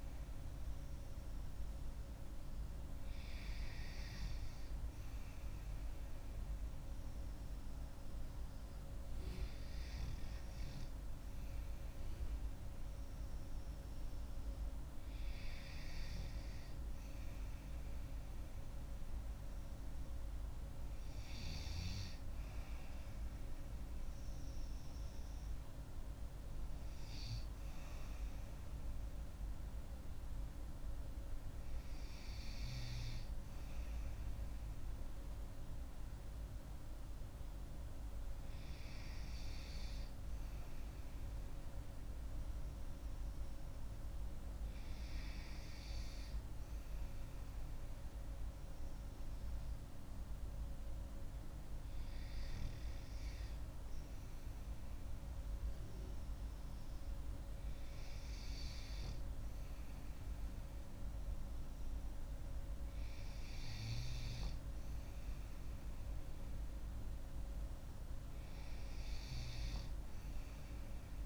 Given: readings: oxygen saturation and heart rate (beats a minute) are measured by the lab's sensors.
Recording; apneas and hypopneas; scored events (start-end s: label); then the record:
breathing in sleep, hard to hear, by a room microphone; 1
46.50-61.50 s: hypopnea (oxygen 95% before, 95% lowest)
63.00-66.50 s: arousal
From the record:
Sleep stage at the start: N2 (light sleep); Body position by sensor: on the back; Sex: female